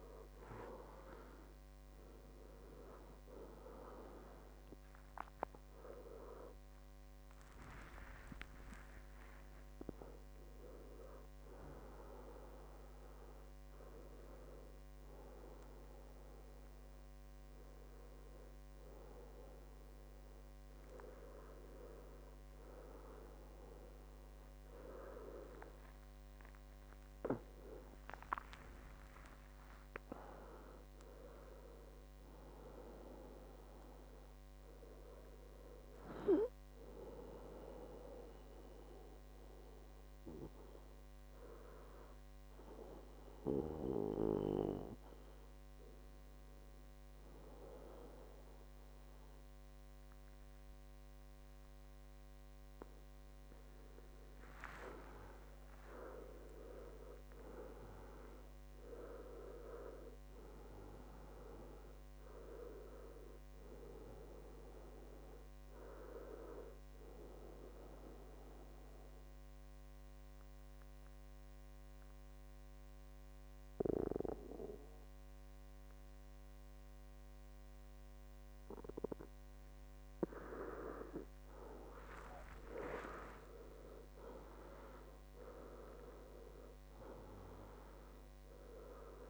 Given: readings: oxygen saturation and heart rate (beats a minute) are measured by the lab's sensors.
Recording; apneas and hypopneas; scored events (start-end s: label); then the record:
breathing in sleep by a microphone on the trachea; 2
25.50-29.50 s: arousal
39.00-52.00 s: hypopnea (oxygen 99% before, 95% lowest, heart rate 75 before, 61 extreme, up 11 after)
54.50-58.50 s: arousal
67.00-81.50 s: obstructive apnea (oxygen 98% before, 95% lowest, heart rate 70 before, 61 extreme, up 18 after)
83.00-86.50 s: arousal
From the record:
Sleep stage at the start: N2 (light sleep); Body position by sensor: on the back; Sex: male